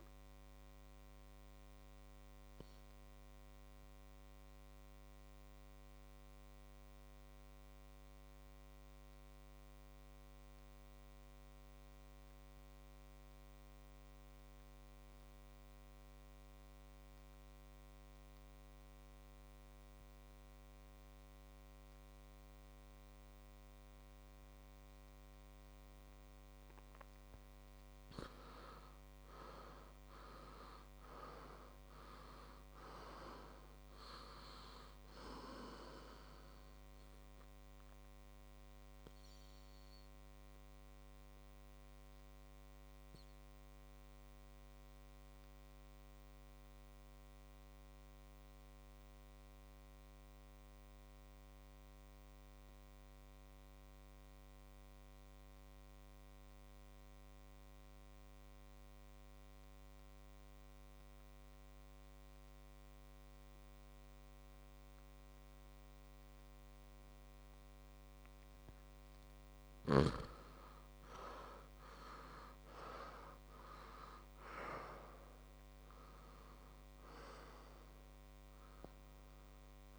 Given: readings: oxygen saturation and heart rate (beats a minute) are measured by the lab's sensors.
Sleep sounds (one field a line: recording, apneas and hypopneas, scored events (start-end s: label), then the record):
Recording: breathing in sleep by a microphone on the trachea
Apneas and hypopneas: 2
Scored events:
0.00-14.50 s: oxygen desaturation (device-marked, oxygen 91% lowest, heart rate 55 extreme)
0.50-26.50 s: obstructive apnea (oxygen 100% before, 88% lowest, heart rate 62 before, 55 extreme, up 8 after)
28.50-32.50 s: arousal
28.50-49.50 s: oxygen desaturation (device-marked, oxygen 99% before, 89% lowest, heart rate 60 before, 56 extreme)
38.50-69.00 s: obstructive apnea (oxygen 99% before, 88% lowest, heart rate 64 before, 54 extreme, up 8 after)
65.50-79.99 s: oxygen desaturation (device-marked, oxygen 99% before, 88% lowest, heart rate 59 before, 54 extreme)
71.50-74.50 s: arousal
From the record:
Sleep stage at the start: N2 (light sleep)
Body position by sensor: on the back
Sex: male